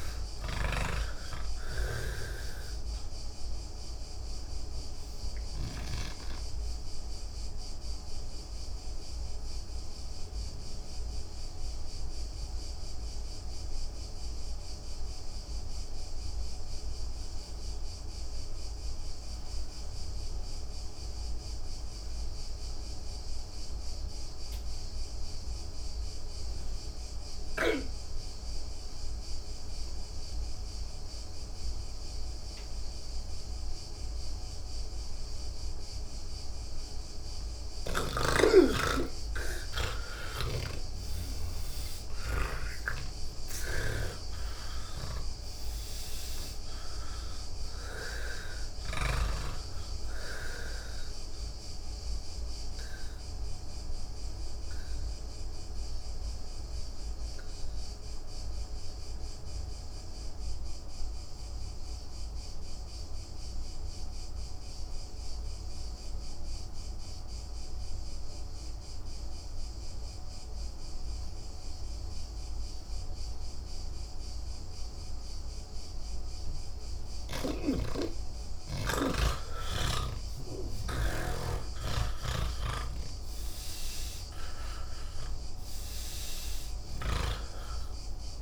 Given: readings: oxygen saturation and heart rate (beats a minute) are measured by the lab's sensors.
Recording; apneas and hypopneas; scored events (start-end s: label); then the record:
breathing in sleep by a room microphone; 2
0.00-1.00 s: snoring (device-marked)
0.00-19.00 s: oxygen desaturation (device-marked, oxygen 83% lowest, heart rate 39 extreme)
4.50-37.50 s: obstructive apnea (oxygen 100% before, 80% lowest, heart rate 112 before, 77 extreme)
32.00-49.00 s: oxygen desaturation (device-marked, oxygen 98% before, 87% lowest, heart rate 143 before, 77 extreme)
40.50-49.50 s: snoring (device-marked)
51.00-75.50 s: obstructive apnea (oxygen 98% before, 80% lowest, heart rate 105 before, 43 extreme)
55.00-67.00 s: oxygen desaturation (device-marked, oxygen 88% before, 80% lowest, heart rate 105 before, 79 extreme)
76.00-88.41 s: oxygen desaturation (device-marked, oxygen 99% before, 80% lowest)
82.00-87.50 s: snoring (device-marked)
From the record:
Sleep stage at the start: N1 (lightest sleep); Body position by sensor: on the back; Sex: male